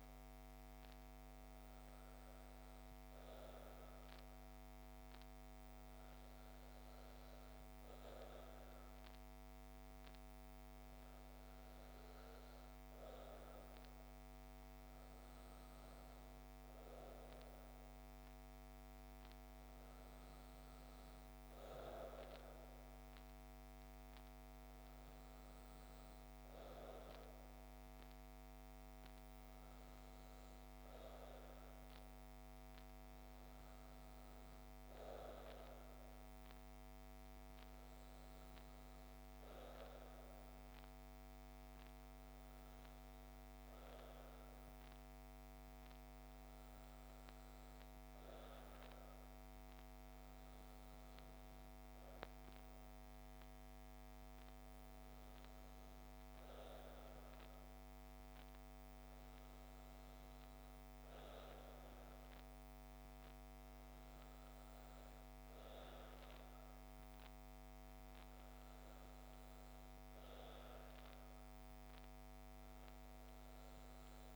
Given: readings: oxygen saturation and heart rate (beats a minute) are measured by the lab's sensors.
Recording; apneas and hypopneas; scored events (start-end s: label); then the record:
breathing in sleep, hard to hear, by a microphone on the trachea; none
none scored
From the record:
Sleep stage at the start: N2 (light sleep); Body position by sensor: on the back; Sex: female